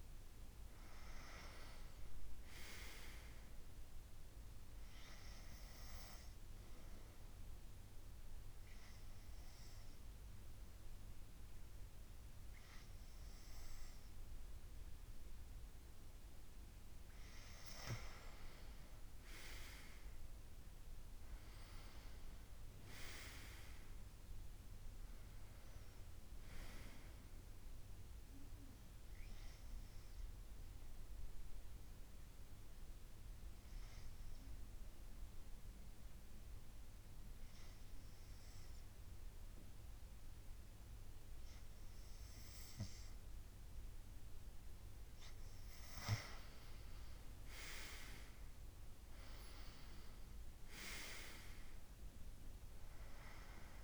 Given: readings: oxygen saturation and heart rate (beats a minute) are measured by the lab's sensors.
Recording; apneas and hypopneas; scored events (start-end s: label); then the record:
breathing in sleep by a room microphone; 2
4.50-16.50 s: hypopnea (oxygen 96% before, 92% lowest, heart rate 72 before, 64 extreme, up 10 after)
19.00-22.50 s: arousal
22.50-36.50 s: oxygen desaturation (device-marked, oxygen 95% before, 92% lowest, heart rate 71 before, 64 extreme)
30.00-45.00 s: obstructive apnea (oxygen 96% before, 92% lowest, heart rate 72 before, 66 extreme, up 12 after)
47.00-51.00 s: arousal
From the record:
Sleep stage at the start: N2 (light sleep); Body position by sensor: on the back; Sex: male